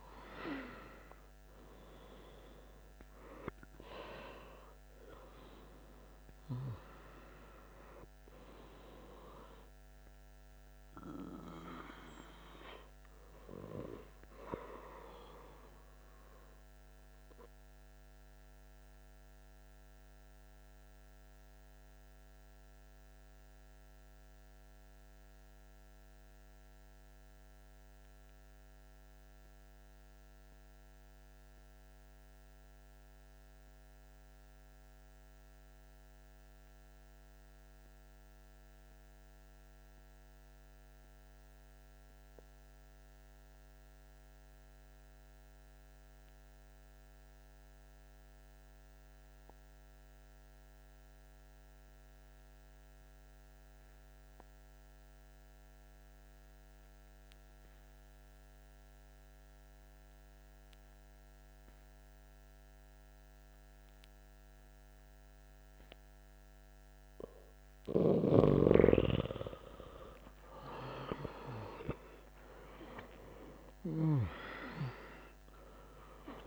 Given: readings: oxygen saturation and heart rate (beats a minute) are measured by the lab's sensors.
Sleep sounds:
breathing in sleep by a microphone on the trachea; 1
0.00-1.00 s: arousal
0.00-22.50 s: oxygen desaturation (device-marked, oxygen 88% lowest)
16.50-68.00 s: mixed apnea (oxygen 95% before, 88% lowest)
53.50-76.47 s: oxygen desaturation (device-marked, oxygen 97% before, 89% lowest)
69.00-74.00 s: arousal
From the record:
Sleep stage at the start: N2 (light sleep); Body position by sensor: on the back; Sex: male

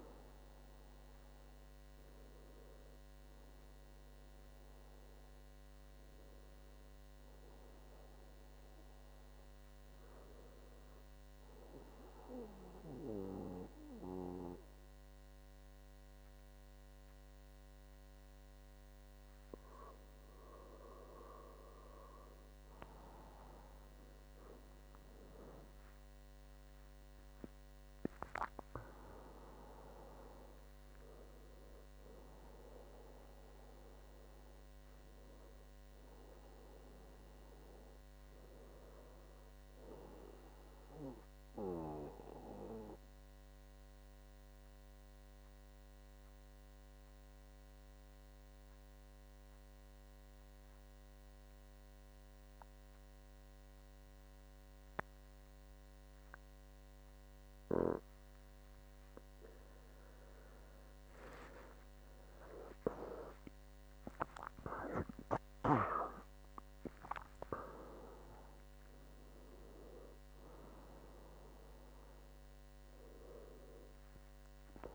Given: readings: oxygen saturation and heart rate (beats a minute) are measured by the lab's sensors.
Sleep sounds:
breathing in sleep by a microphone on the trachea; 2
0.00-4.50 s: oxygen desaturation (device-marked, oxygen 86% lowest, heart rate 70 extreme)
5.00-19.50 s: hypopnea (oxygen 97% before, 89% lowest, heart rate 78 before, 70 extreme, up 8 after)
25.00-28.50 s: arousal
26.50-37.50 s: oxygen desaturation (device-marked, oxygen 97% before, 94% lowest, heart rate 72 before, 71 extreme)
41.00-59.50 s: obstructive apnea (oxygen 98% before, 89% lowest, heart rate 78 before, 71 extreme, up 12 after)
45.50-74.95 s: new sleep stage, N2 (light sleep)
54.50-74.95 s: oxygen desaturation (device-marked, oxygen 97% before, 89% lowest, heart rate 74 before, 73 extreme)
63.00-67.00 s: arousal
From the record:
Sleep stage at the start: N1 (lightest sleep); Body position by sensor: on the back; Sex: male

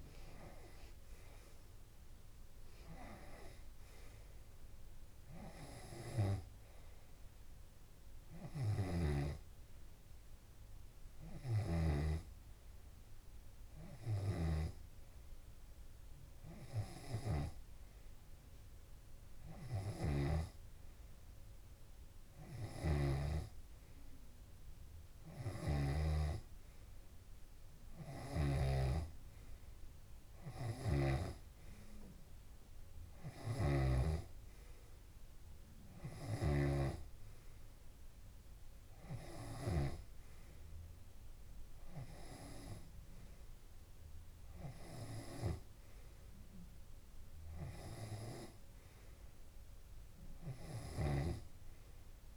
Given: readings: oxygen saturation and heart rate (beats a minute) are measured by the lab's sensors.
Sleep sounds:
breathing in sleep by a room microphone; none
12.00-24.00 s: snoring (device-marked)
26.00-29.50 s: snoring (device-marked)
34.00-37.50 s: snoring (device-marked)
39.00-52.37 s: tachycardia (device-marked)
42.50-44.50 s: long interval between heartbeats (device-marked)
45.50-47.50 s: long interval between heartbeats (device-marked, heart rate 31 before, 149 extreme)
48.00-50.00 s: long interval between heartbeats (device-marked, heart rate 54 before, 147 extreme)
From the record:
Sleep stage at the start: N2 (light sleep); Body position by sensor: on the left side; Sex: male

